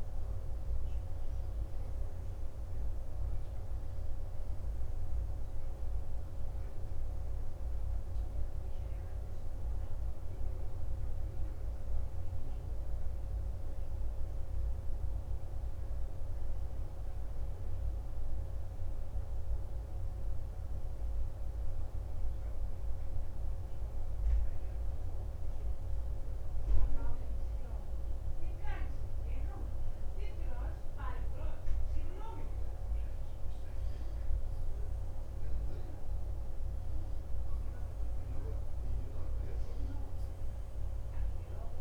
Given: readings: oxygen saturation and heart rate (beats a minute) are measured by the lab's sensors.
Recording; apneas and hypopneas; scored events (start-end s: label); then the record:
breathing in sleep, hard to hear, by a room microphone; 1
14.00-25.00 s: hypopnea (oxygen 92% before, 90% lowest, heart rate 51 before, 48 extreme, up 4 after)
27.50-30.50 s: arousal
From the record:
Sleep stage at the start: N2 (light sleep); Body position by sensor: on the back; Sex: male